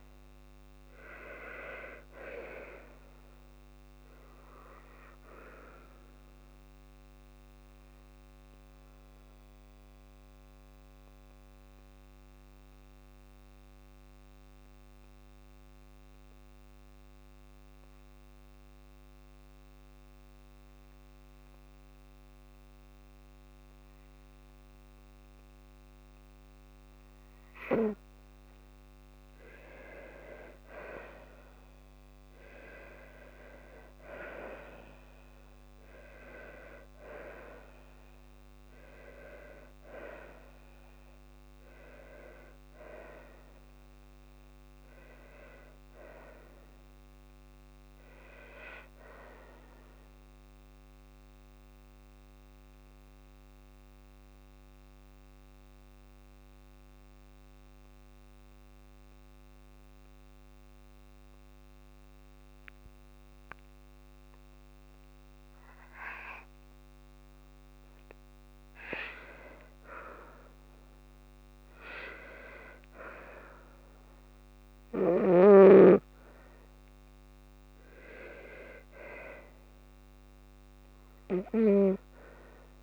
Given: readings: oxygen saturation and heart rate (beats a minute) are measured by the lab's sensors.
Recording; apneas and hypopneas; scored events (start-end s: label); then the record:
breathing in sleep by a microphone on the trachea; 2
3.50-26.50 s: obstructive apnea (oxygen 96% before, 91% lowest, heart rate 58 before, 53 extreme, up 7 after)
28.50-32.00 s: arousal
52.00-66.00 s: obstructive apnea (oxygen 97% before, 91% lowest, heart rate 59 before, 53 extreme, up 4 after)
54.00-71.00 s: oxygen desaturation (device-marked, oxygen 96% before, 91% lowest, heart rate 58 before, 53 extreme)
69.00-73.00 s: arousal
From the record:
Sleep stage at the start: N2 (light sleep); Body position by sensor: on the left side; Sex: female